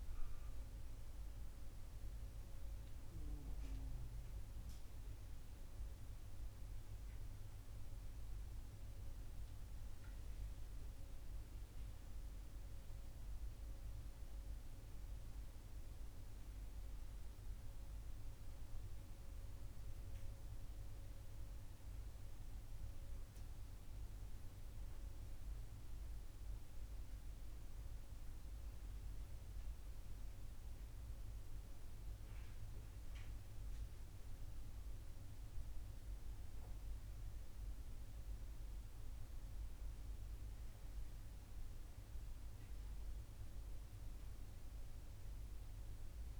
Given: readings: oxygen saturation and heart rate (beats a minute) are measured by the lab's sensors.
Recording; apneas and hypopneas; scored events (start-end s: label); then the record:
a person awake in a sleep study, hard to hear, by a room microphone; none
none scored
From the record:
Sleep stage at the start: awake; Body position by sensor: upright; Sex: male